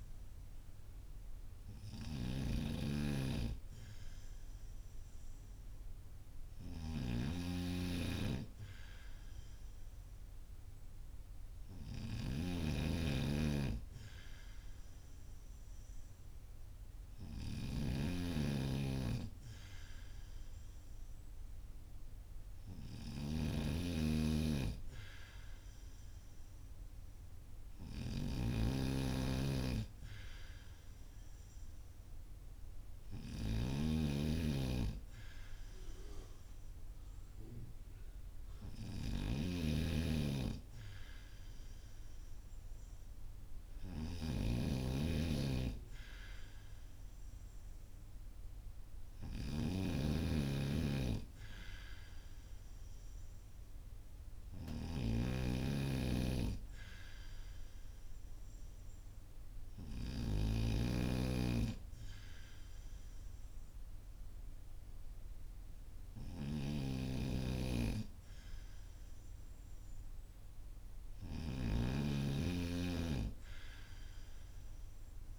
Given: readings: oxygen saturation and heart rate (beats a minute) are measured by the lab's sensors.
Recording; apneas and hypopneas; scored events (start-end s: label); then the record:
breathing in sleep by a room microphone; none
0.00-75.39 s: snoring (device-marked)
From the record:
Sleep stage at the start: N2 (light sleep); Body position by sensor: on the right side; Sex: male